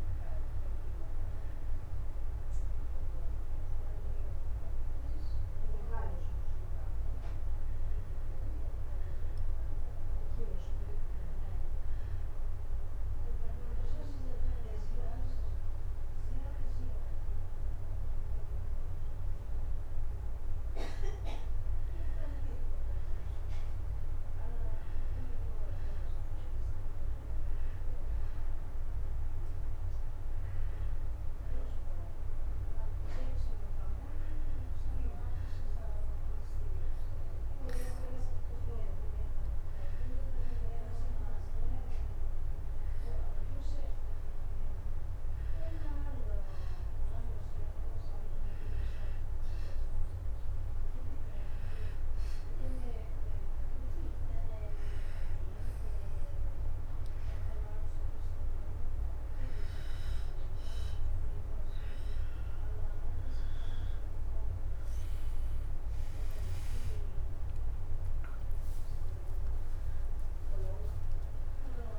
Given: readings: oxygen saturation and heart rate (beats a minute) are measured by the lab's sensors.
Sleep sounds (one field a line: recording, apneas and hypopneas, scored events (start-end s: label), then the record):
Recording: breathing in sleep by a room microphone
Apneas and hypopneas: 2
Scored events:
4.50-71.99 s: new sleep stage, N2 (light sleep)
6.00-9.50 s: arousal
13.00-23.00 s: hypopnea (oxygen 97% before, 90% lowest, heart rate 80 before, 63 extreme)
25.00-29.00 s: arousal
50.50-60.50 s: hypopnea (oxygen 94% before, 90% lowest)
65.00-69.50 s: arousal
65.50-71.99 s: oxygen desaturation (device-marked, oxygen 93% before, 90% lowest, heart rate 85 before, 61 extreme)
From the record:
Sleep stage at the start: N1 (lightest sleep)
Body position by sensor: on the back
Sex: male